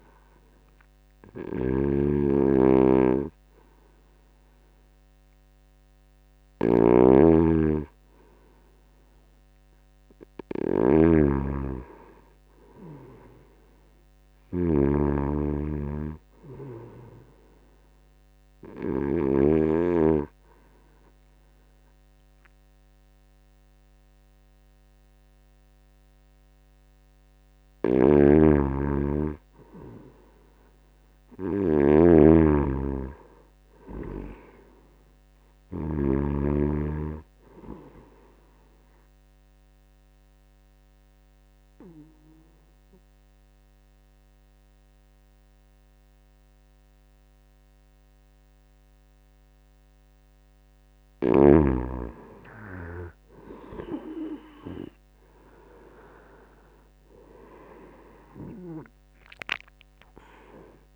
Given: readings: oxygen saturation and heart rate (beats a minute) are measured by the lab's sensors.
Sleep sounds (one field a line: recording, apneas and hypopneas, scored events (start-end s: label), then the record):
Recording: breathing in sleep by a microphone on the trachea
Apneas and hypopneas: 1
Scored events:
0.00-19.00 s: snoring (device-marked)
27.50-36.00 s: snoring (device-marked)
29.00-32.50 s: arousal
33.50-49.50 s: oxygen desaturation (device-marked, oxygen 95% before, 91% lowest, heart rate 79 before, 77 extreme)
39.00-51.00 s: obstructive apnea (oxygen 95% before, 89% lowest, heart rate 80 before, 77 extreme, up 1 after)
52.50-56.50 s: arousal
58.50-60.96 s: oxygen desaturation (device-marked, oxygen 95% before, 89% lowest, heart rate 79 before, 78 extreme)
From the record:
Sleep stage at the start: N2 (light sleep)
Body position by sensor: on the back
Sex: male